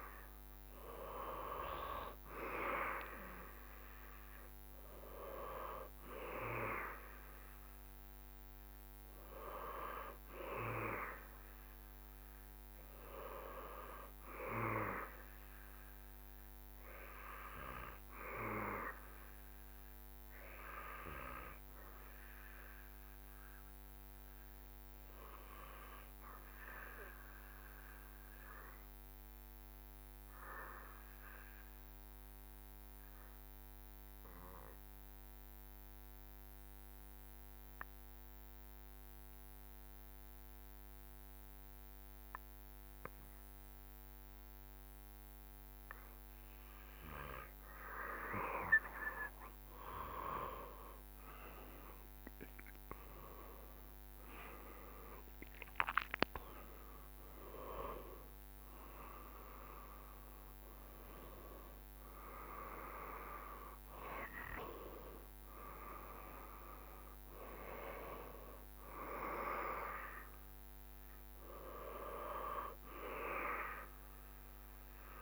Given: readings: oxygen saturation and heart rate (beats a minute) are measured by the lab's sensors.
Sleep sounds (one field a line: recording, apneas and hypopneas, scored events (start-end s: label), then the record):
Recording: breathing in sleep by a microphone on the trachea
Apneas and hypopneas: 1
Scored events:
0.00-5.00 s: drop in pulse transit time (device-marked, heart rate 75 extreme)
26.00-47.50 s: obstructive apnea (oxygen 97% before, 95% lowest, heart rate 72 before, 65 extreme, up 12 after)
51.50-55.00 s: arousal
53.00-64.00 s: drop in pulse transit time (device-marked, heart rate 67 before, 73 extreme)
From the record:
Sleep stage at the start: N2 (light sleep)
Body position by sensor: on the back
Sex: male